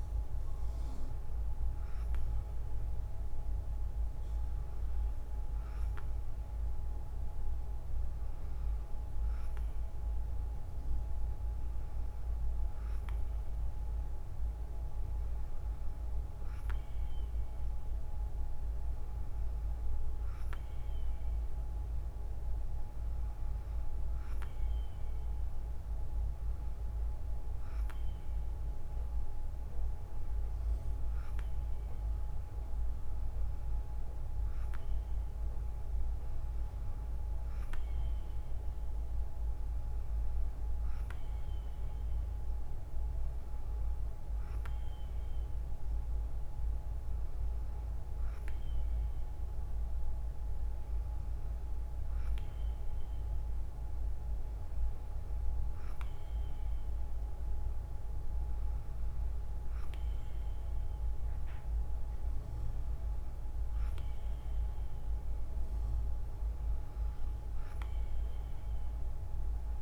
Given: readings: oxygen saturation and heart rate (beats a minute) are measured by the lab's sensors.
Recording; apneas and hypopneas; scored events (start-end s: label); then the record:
breathing in sleep, hard to hear, by a room microphone; none
52.50-69.82 s: new sleep stage, N3 (deep sleep)
From the record:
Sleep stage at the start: N2 (light sleep); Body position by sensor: on the right side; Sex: female